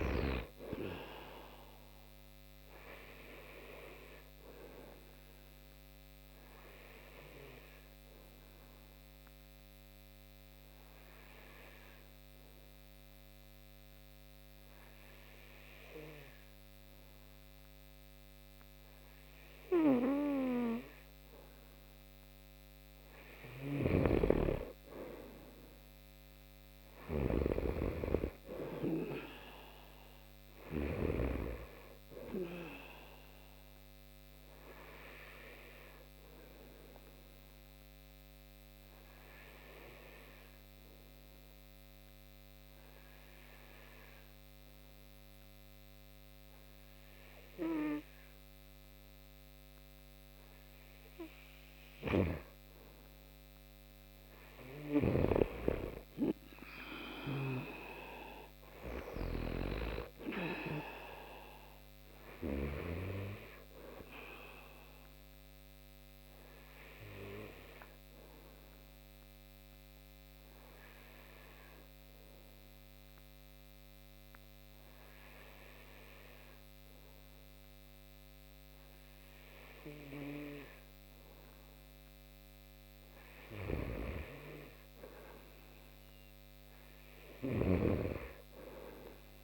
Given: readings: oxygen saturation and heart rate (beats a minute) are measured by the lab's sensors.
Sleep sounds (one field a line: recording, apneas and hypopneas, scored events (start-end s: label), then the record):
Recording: breathing in sleep by a microphone on the trachea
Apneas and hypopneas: 3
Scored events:
5.50-20.50 s: oxygen desaturation (device-marked, oxygen 94% before, 89% lowest)
7.50-21.50 s: obstructive apnea (oxygen 94% before, 88% lowest)
23.00-30.50 s: snoring (device-marked)
24.00-27.00 s: arousal
33.50-50.50 s: oxygen desaturation (device-marked, oxygen 94% before, 90% lowest)
35.00-50.50 s: obstructive apnea (oxygen 95% before, 88% lowest)
53.00-55.50 s: arousal
56.50-62.00 s: snoring (device-marked)
64.50-78.50 s: oxygen desaturation (device-marked, oxygen 94% before, 88% lowest)
66.00-81.00 s: obstructive apnea (oxygen 95% before, 88% lowest)
83.00-89.44 s: snoring (device-marked)
83.50-86.50 s: arousal
From the record:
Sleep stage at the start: N2 (light sleep)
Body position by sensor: on the right side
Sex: male